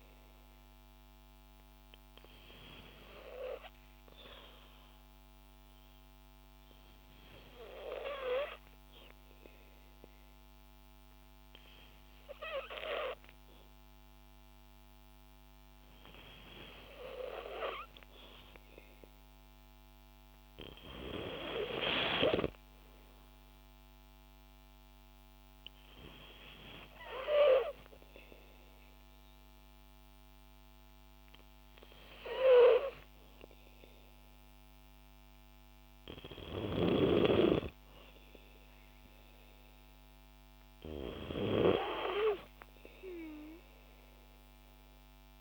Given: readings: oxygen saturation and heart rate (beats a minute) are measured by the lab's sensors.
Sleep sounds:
breathing in sleep by a microphone on the trachea; 2
5.00-16.50 s: obstructive apnea (oxygen 97% before, 91% lowest, heart rate 58 before, 56 extreme, up 4 after)
19.00-21.50 s: arousal
20.00-42.00 s: oxygen desaturation (device-marked, oxygen 94% before, 91% lowest, heart rate 58 before, 57 extreme)
23.50-35.00 s: hypopnea (oxygen 96% before, 91% lowest, heart rate 58 before, 57 extreme, up 3 after)
38.50-43.00 s: arousal
From the record:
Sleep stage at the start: N2 (light sleep); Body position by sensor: on the back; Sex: female

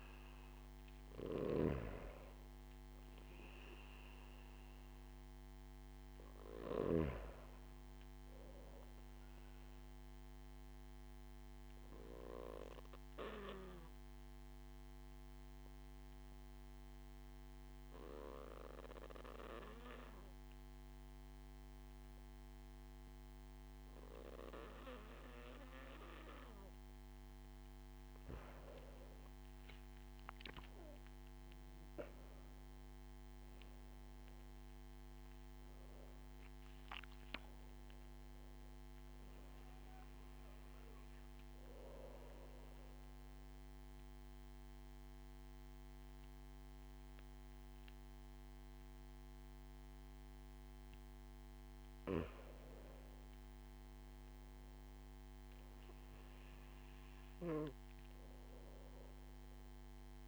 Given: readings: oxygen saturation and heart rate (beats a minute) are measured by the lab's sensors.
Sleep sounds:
breathing in sleep by a microphone on the trachea; 1
0.00-18.00 s: oxygen desaturation (device-marked, oxygen 91% lowest)
10.50-27.50 s: obstructive apnea (oxygen 96% before, 91% lowest)
29.00-32.50 s: arousal
54.00-57.00 s: arousal
From the record:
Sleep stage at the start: N2 (light sleep); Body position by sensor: on the back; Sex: male

